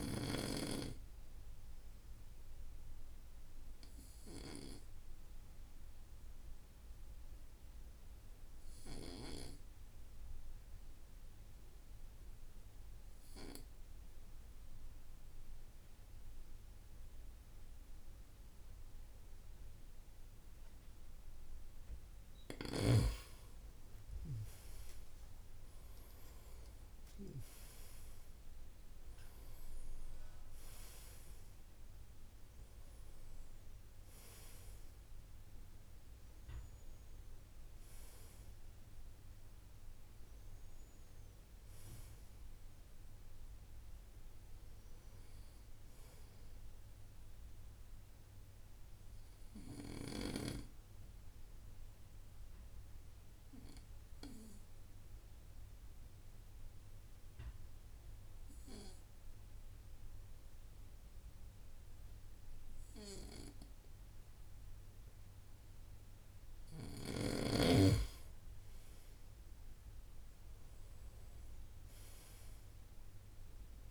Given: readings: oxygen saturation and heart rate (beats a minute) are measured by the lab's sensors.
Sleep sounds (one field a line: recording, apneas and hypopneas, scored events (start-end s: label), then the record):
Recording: breathing in sleep by a room microphone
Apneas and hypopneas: 2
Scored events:
0.00-16.00 s: oxygen desaturation (device-marked, oxygen 91% lowest, heart rate 53 extreme)
0.50-21.50 s: obstructive apnea (oxygen 95% before, 89% lowest, heart rate 62 before, 54 extreme, up 7 after)
23.50-28.00 s: arousal
27.00-54.00 s: oxygen desaturation (device-marked, oxygen 96% before, 89% lowest, heart rate 57 before, 57 extreme)
48.50-67.00 s: obstructive apnea (oxygen 95% before, 91% lowest, heart rate 61 before, 54 extreme, up 4 after)
68.50-72.50 s: arousal
70.00-73.91 s: oxygen desaturation (device-marked, oxygen 97% before, 92% lowest, heart rate 59 before, 54 extreme)
From the record:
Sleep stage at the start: N2 (light sleep)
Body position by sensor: on the right side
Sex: male